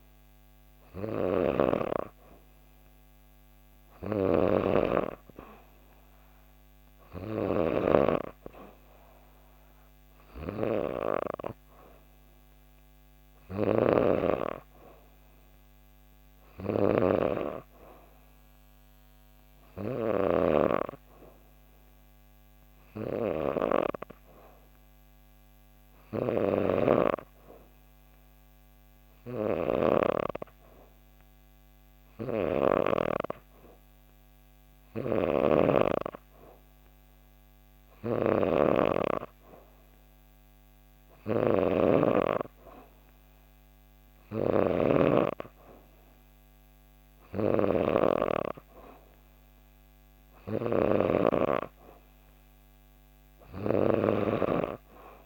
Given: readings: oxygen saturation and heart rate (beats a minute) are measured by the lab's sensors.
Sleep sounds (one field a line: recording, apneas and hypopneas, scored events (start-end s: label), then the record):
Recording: breathing in sleep by a microphone on the trachea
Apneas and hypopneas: none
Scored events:
0.00-13.50 s: snoring (device-marked)
34.50-54.00 s: snoring (device-marked)
From the record:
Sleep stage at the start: N3 (deep sleep)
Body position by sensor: on the back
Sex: female